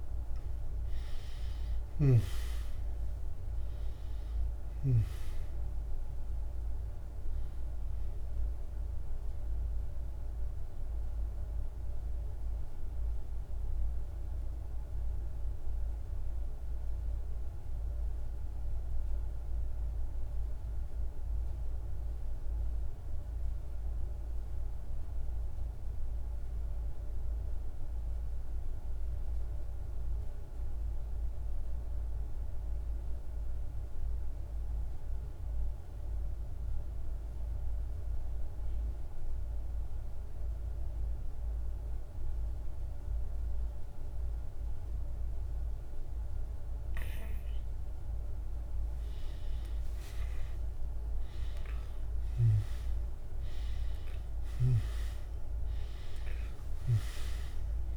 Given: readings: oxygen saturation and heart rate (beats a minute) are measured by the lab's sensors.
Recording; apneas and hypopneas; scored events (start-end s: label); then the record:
breathing in sleep, hard to hear, by a room microphone; 1
0.00-4.00 s: snoring (device-marked)
0.00-19.50 s: oxygen desaturation (device-marked, oxygen 85% lowest, heart rate 48 extreme)
7.50-47.00 s: mixed apnea (oxygen 98% before, 85% lowest, heart rate 57 before, 48 extreme, up 7 after)
40.50-57.97 s: oxygen desaturation (device-marked, oxygen 99% before, 85% lowest, heart rate 50 before, 47 extreme)
49.00-55.00 s: arousal
53.50-57.97 s: snoring (device-marked)
From the record:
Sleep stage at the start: N2 (light sleep); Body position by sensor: on the back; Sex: male